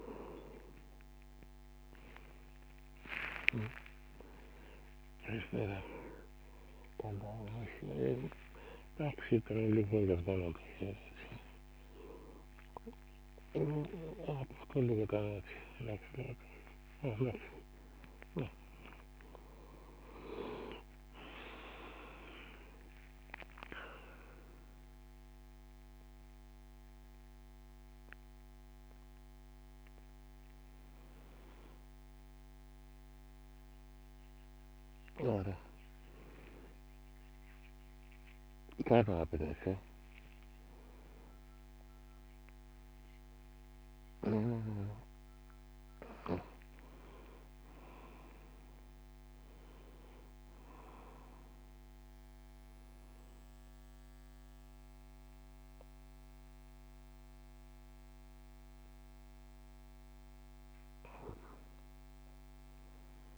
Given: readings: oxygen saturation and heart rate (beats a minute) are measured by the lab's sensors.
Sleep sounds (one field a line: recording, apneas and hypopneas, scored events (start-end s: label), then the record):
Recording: a person awake in a sleep study, by a microphone on the trachea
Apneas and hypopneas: none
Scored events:
none scored
From the record:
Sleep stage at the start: awake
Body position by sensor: on the back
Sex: male